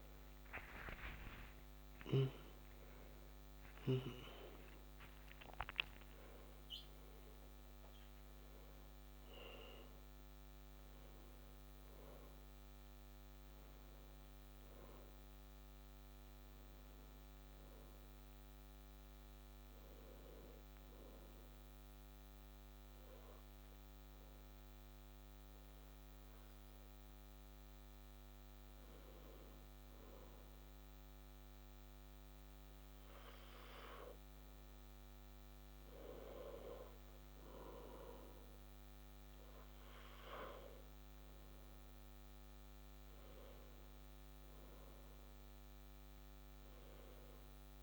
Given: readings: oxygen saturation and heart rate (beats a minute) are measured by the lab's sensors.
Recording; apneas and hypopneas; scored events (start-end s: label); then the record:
a person partly awake in a sleep study, by a microphone on the trachea; none
22.00-47.83 s: new sleep stage, N2 (light sleep)
From the record:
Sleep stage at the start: awake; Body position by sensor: on the back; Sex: male